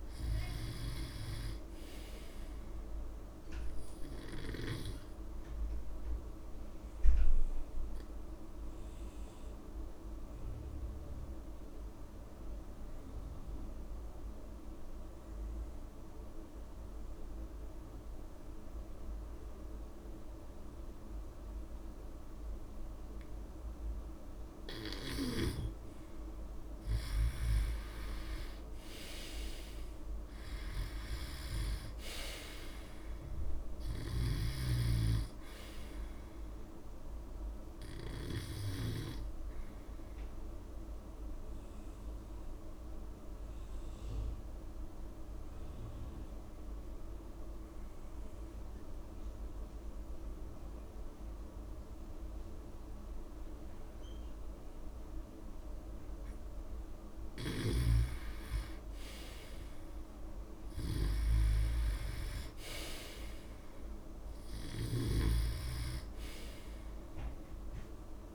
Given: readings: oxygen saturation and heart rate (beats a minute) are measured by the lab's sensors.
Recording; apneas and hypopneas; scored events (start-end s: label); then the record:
breathing in sleep by a room microphone; 2
0.00-17.00 s: oxygen desaturation (device-marked, oxygen 87% lowest)
7.00-24.50 s: obstructive apnea (oxygen 98% before, 87% lowest)
26.50-29.00 s: arousal
29.00-51.00 s: oxygen desaturation (device-marked, oxygen 97% before, 88% lowest)
42.00-57.00 s: obstructive apnea (oxygen 98% before, 88% lowest)
59.00-62.00 s: arousal
63.00-68.34 s: oxygen desaturation (device-marked, oxygen 98% before, 92% lowest)
From the record:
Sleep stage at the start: N2 (light sleep); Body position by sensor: on the back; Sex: male